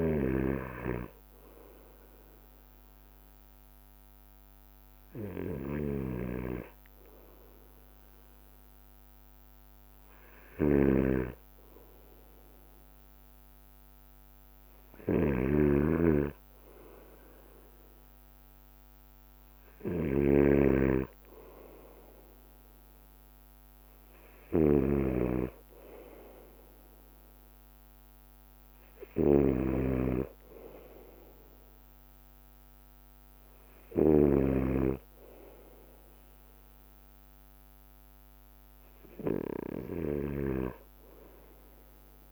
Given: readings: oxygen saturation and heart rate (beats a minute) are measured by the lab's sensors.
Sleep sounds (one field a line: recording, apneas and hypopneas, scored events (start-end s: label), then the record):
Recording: breathing in sleep by a microphone on the trachea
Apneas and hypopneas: none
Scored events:
0.00-34.50 s: snoring (device-marked)
0.00-42.32 s: bradycardia (device-marked, heart rate 55 extreme)
40.50-42.32 s: snoring (device-marked)
From the record:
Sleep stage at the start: N2 (light sleep)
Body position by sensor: on the right side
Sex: male